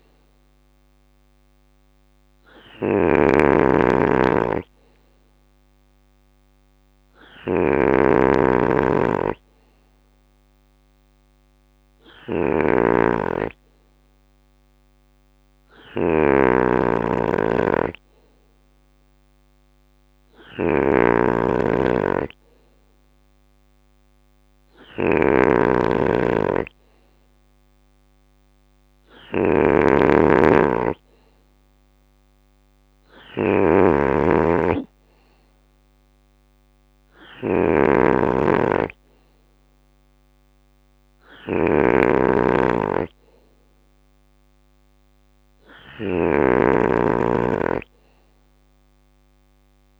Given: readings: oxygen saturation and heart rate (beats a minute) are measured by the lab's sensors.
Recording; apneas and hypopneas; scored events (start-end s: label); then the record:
breathing in sleep by a microphone on the trachea; none
0.00-3.50 s: bradycardia (device-marked, heart rate 57 extreme)
0.00-45.00 s: snoring (device-marked)
47.50-50.00 s: new sleep stage, awake
From the record:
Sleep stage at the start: N2 (light sleep); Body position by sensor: on the right side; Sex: male